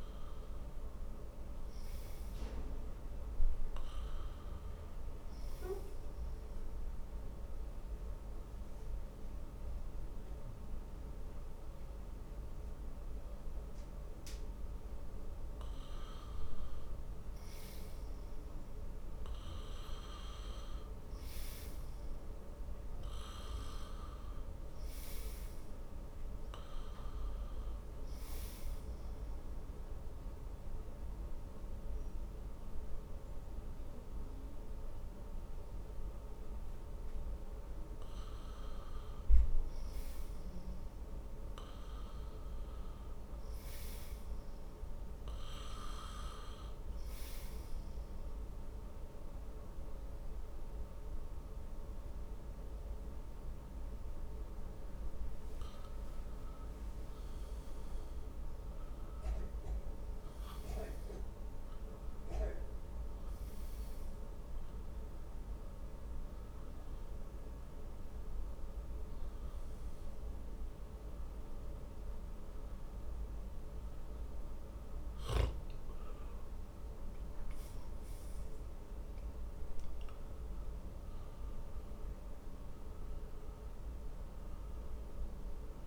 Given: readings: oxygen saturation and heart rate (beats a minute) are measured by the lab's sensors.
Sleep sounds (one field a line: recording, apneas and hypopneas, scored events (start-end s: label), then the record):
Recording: breathing in sleep, hard to hear, by a room microphone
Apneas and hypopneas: 3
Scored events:
0.00-15.50 s: oxygen desaturation (device-marked, oxygen 93% lowest, heart rate 49 extreme)
6.00-17.00 s: obstructive apnea (oxygen 96% before, 93% lowest, heart rate 54 before, 49 extreme, up 2 after)
19.50-23.00 s: arousal
28.50-39.50 s: obstructive apnea (oxygen 96% before, 94% lowest, heart rate 55 before, 49 extreme, up 11 after)
41.00-43.50 s: arousal
48.00-58.00 s: obstructive apnea (oxygen 96% before, 94% lowest, heart rate 55 before, 55 extreme, up 13 after)
59.50-63.00 s: arousal
From the record:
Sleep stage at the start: N2 (light sleep)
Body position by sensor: on the back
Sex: male